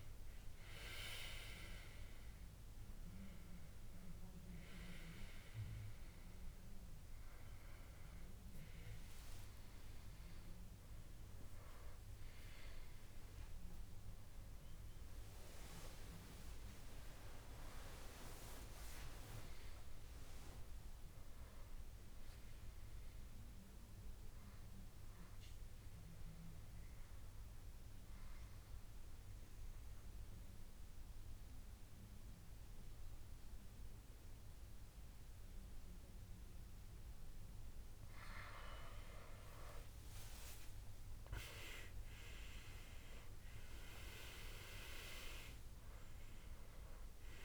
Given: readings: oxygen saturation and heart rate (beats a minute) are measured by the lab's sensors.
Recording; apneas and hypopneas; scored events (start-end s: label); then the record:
breathing in sleep by a room microphone; 1
0.00-17.00 s: oxygen desaturation (device-marked, oxygen 92% lowest, heart rate 65 extreme)
8.50-10.50 s: long interval between heartbeats (device-marked, heart rate 72 before, 73 extreme)
28.50-39.00 s: obstructive apnea (oxygen 98% before, 92% lowest, heart rate 78 before, 63 extreme, up 15 after)
41.00-44.00 s: arousal
46.00-47.45 s: oxygen desaturation (device-marked, oxygen 98% before, 93% lowest, heart rate 72 before, 62 extreme)
From the record:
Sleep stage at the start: N2 (light sleep); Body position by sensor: on the back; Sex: male